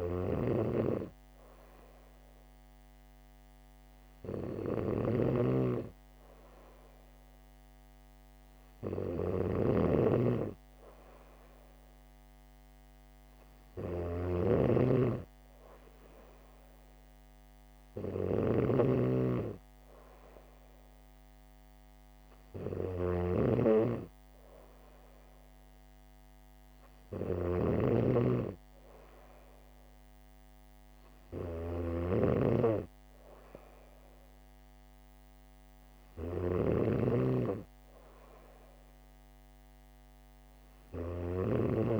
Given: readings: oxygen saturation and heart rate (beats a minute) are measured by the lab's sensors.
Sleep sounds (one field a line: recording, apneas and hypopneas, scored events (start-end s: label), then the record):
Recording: breathing in sleep by a microphone on the trachea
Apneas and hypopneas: none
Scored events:
0.00-41.99 s: snoring (device-marked)
From the record:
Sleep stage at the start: N3 (deep sleep)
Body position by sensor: on the back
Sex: female